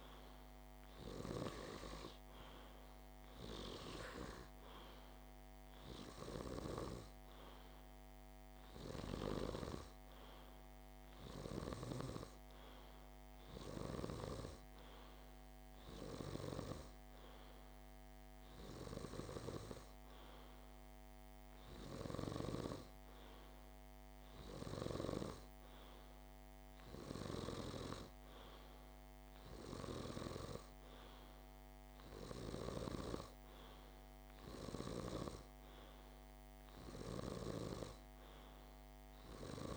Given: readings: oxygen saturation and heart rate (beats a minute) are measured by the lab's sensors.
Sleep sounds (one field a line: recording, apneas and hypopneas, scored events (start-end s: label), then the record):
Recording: breathing in sleep by a microphone on the trachea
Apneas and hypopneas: none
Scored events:
none scored
From the record:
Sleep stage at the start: N2 (light sleep)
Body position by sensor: on the back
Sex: male